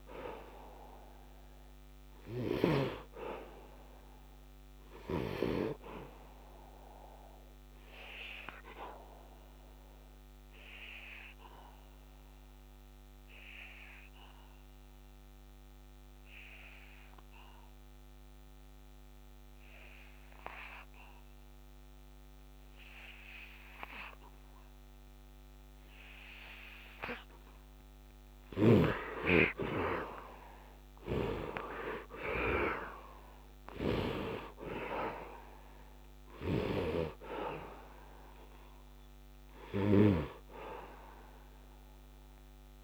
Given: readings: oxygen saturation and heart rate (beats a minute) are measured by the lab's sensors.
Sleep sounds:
breathing in sleep by a microphone on the trachea; 1
0.00-1.50 s: arousal
0.00-2.50 s: snoring (device-marked)
0.00-17.50 s: oxygen desaturation (device-marked, oxygen 88% lowest, heart rate 73 extreme)
9.00-27.00 s: obstructive apnea (oxygen 100% before, 75% lowest, heart rate 78 before, 73 extreme, up 12 after)
27.50-42.84 s: oxygen desaturation (device-marked, oxygen 96% before, 75% lowest, heart rate 76 before, 71 extreme)
29.00-33.50 s: arousal
33.00-36.50 s: snoring (device-marked)
From the record:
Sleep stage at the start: N2 (light sleep); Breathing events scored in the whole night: 417 in 5.0 hours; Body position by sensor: on the back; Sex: male

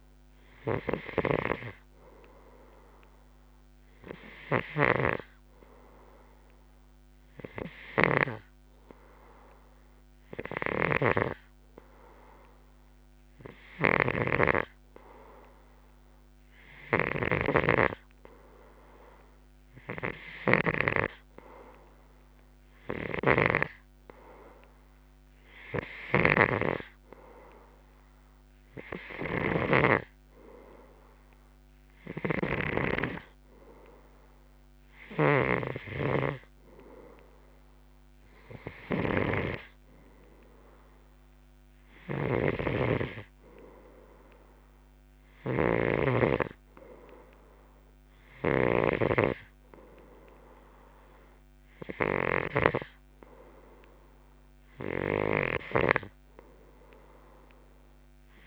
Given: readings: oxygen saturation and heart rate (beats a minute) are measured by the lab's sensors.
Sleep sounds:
breathing in sleep by a microphone on the trachea; none
0.00-8.50 s: snoring (device-marked)
10.50-21.00 s: snoring (device-marked)
23.00-30.00 s: snoring (device-marked)
32.00-58.47 s: snoring (device-marked)
From the record:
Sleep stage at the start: N2 (light sleep); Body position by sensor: on the left side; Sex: male

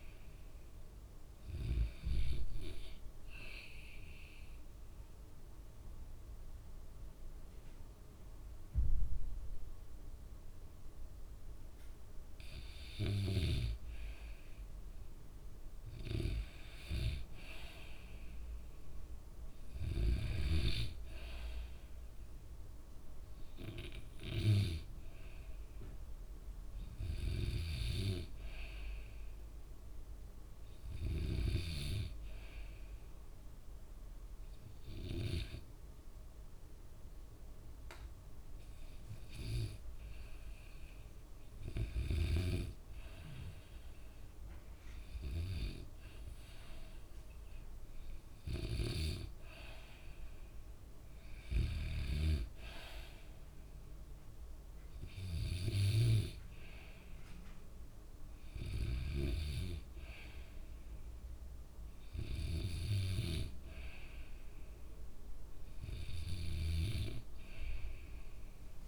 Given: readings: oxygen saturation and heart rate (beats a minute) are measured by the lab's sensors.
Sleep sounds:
breathing in sleep by a room microphone; 2
3.50-13.50 s: obstructive apnea (oxygen 98% before, 92% lowest, heart rate 61 before, 59 extreme, up 6 after)
7.00-18.00 s: oxygen desaturation (device-marked, oxygen 97% before, 93% lowest, heart rate 61 before, 60 extreme)
18.50-22.00 s: arousal
25.00-33.00 s: oxygen desaturation (device-marked, oxygen 95% before, 92% lowest, heart rate 62 before, 61 extreme)
34.00-45.00 s: hypopnea (oxygen 96% before, 91% lowest, heart rate 63 before, 64 extreme, up 6 after)
47.00-50.00 s: arousal
From the record:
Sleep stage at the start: N2 (light sleep); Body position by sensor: on the back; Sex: male

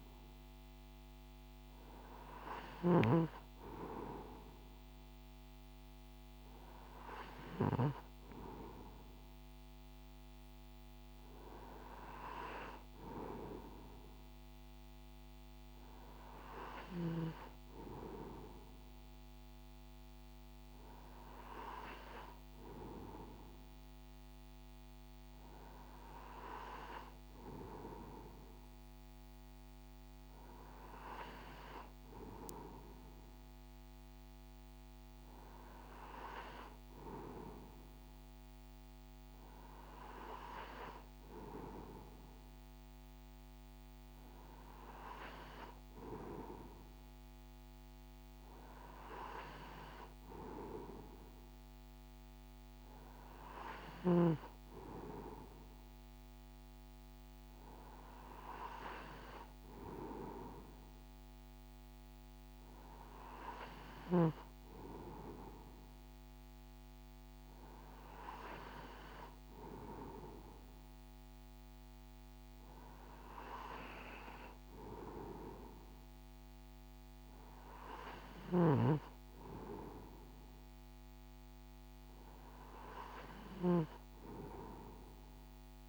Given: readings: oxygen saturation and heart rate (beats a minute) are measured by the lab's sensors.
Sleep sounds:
breathing in sleep by a microphone on the trachea; none
none scored
From the record:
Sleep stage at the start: N2 (light sleep); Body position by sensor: on the right side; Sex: male

